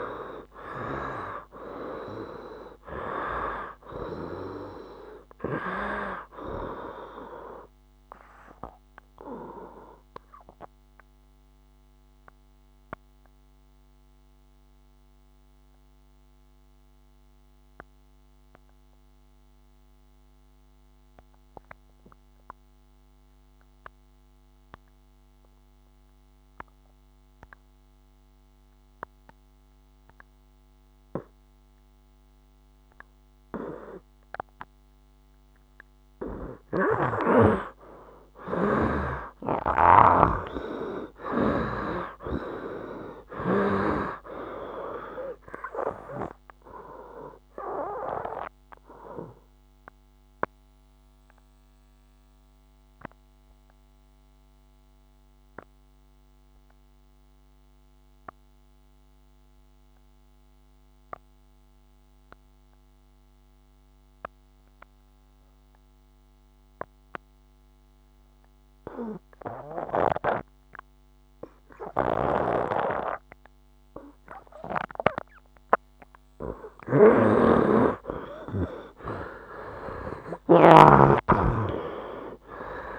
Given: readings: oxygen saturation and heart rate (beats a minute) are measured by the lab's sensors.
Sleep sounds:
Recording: breathing in sleep by a microphone on the trachea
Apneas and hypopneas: 2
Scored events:
0.00-28.00 s: oxygen desaturation (device-marked, oxygen 83% lowest, heart rate 63 extreme)
10.00-35.00 s: obstructive apnea (oxygen 98% before, 82% lowest, heart rate 72 before, 61 extreme, up 7 after)
38.00-69.00 s: oxygen desaturation (device-marked, oxygen 97% before, 82% lowest, heart rate 67 before, 61 extreme)
39.00-43.00 s: arousal
48.00-75.00 s: obstructive apnea (oxygen 97% before, 79% lowest, heart rate 68 before, 61 extreme, up 10 after)
74.00-82.99 s: oxygen desaturation (device-marked, oxygen 96% before, 79% lowest, heart rate 63 before, 61 extreme)
77.00-80.50 s: snoring (device-marked)
78.00-82.50 s: arousal
From the record:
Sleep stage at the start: N2 (light sleep)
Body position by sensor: on the right side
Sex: male

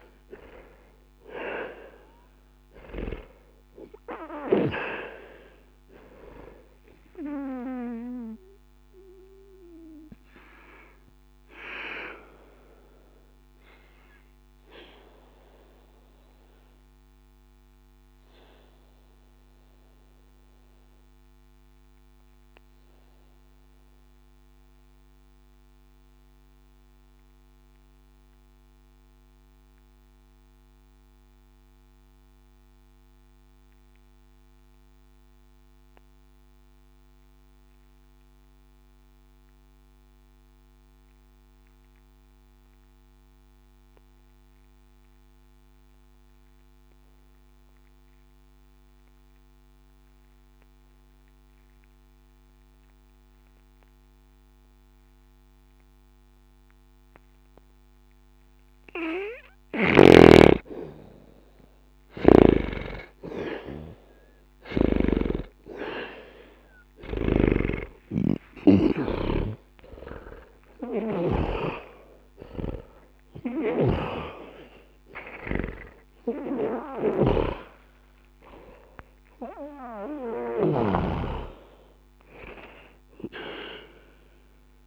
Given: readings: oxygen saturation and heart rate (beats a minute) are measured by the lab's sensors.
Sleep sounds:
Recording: breathing in sleep by a microphone on the trachea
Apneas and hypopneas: 1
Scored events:
0.00-35.50 s: oxygen desaturation (device-marked, oxygen 76% lowest, heart rate 59 extreme)
8.00-59.00 s: obstructive apnea (oxygen 99% before, 76% lowest, heart rate 84 before, 60 extreme, up 0 after)
54.50-84.87 s: oxygen desaturation (device-marked, oxygen 99% before, 76% lowest, heart rate 60 before, 60 extreme)
65.00-71.00 s: arousal
76.50-80.50 s: snoring (device-marked)
From the record:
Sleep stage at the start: N2 (light sleep)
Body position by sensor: on the back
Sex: male

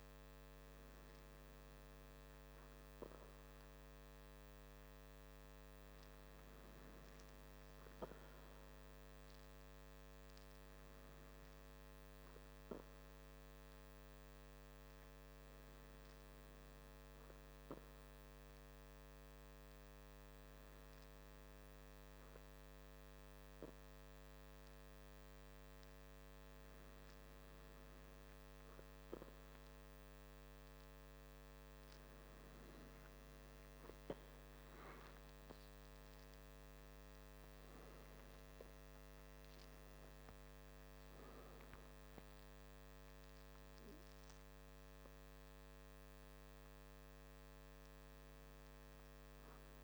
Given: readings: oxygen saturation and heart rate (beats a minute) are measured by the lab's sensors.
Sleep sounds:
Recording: breathing in sleep, hard to hear, by a microphone on the trachea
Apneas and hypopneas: none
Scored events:
36.00-40.50 s: arousal
From the record:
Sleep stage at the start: N2 (light sleep)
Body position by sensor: on the back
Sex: male

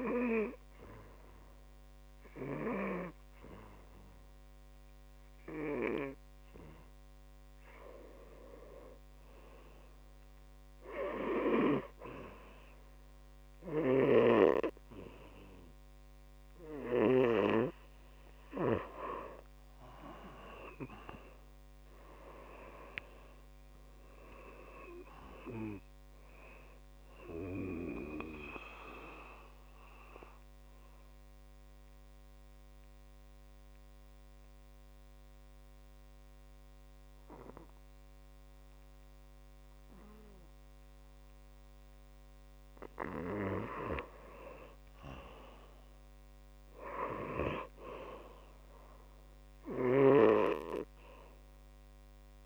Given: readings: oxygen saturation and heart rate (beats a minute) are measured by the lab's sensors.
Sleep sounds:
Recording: breathing in sleep by a microphone on the trachea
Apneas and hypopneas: 1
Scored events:
14.50-18.00 s: snoring (device-marked)
23.00-26.50 s: arousal
29.50-44.00 s: central apnea (oxygen 97% before, 87% lowest, heart rate 64 before, 61 extreme, up 0 after)
51.00-52.46 s: oxygen desaturation (device-marked, oxygen 99% before, 95% lowest, heart rate 65 before, 58 extreme)
From the record:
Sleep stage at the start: N2 (light sleep)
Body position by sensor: on the back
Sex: male

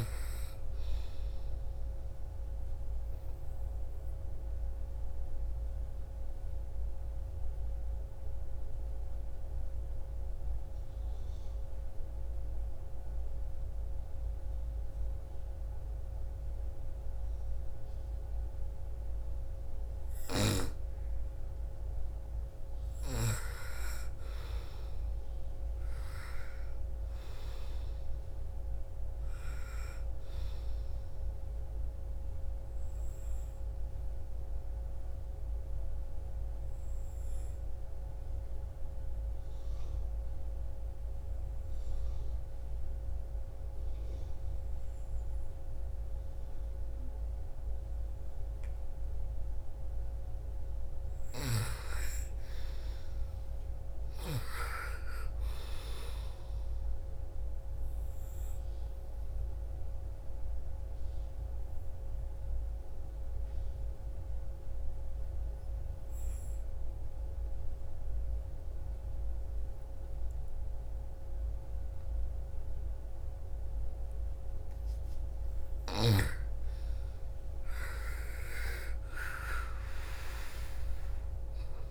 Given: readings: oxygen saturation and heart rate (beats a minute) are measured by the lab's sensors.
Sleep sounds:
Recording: breathing in sleep by a room microphone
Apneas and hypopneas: 3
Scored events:
0.00-11.50 s: oxygen desaturation (device-marked, oxygen 86% lowest, heart rate 39 extreme)
2.50-18.50 s: obstructive apnea (oxygen 98% before, 86% lowest, heart rate 59 before, 39 extreme, up 0 after)
20.00-24.00 s: arousal
22.50-43.50 s: oxygen desaturation (device-marked, oxygen 98% before, 89% lowest, heart rate 57 before, 54 extreme)
33.50-50.00 s: obstructive apnea (oxygen 98% before, 88% lowest, heart rate 54 before, 54 extreme, up 12 after)
51.00-54.50 s: arousal
52.50-73.50 s: oxygen desaturation (device-marked, oxygen 98% before, 88% lowest, heart rate 56 before, 55 extreme)
57.50-73.50 s: obstructive apnea (oxygen 98% before, 86% lowest, heart rate 56 before, 55 extreme, up 13 after)
75.50-79.50 s: arousal
From the record:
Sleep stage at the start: N2 (light sleep)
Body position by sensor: on the right side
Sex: female

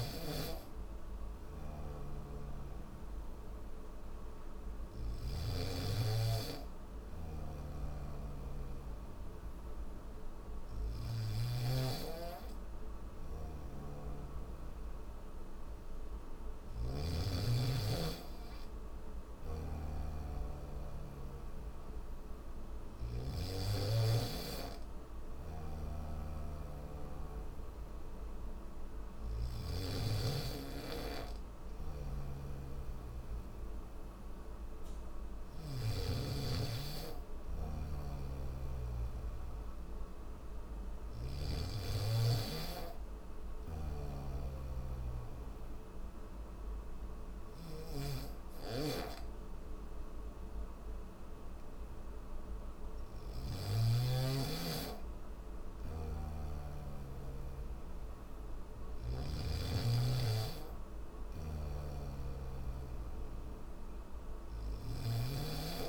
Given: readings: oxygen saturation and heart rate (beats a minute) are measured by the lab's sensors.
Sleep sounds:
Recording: breathing in sleep by a room microphone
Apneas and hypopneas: none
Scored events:
0.00-5.00 s: snoring (device-marked)
7.00-23.00 s: snoring (device-marked)
25.00-35.50 s: snoring (device-marked)
37.50-41.00 s: snoring (device-marked)
43.00-53.00 s: snoring (device-marked)
55.00-59.00 s: snoring (device-marked)
61.00-65.89 s: snoring (device-marked)
From the record:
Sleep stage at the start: N1 (lightest sleep)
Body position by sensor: on the back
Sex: male

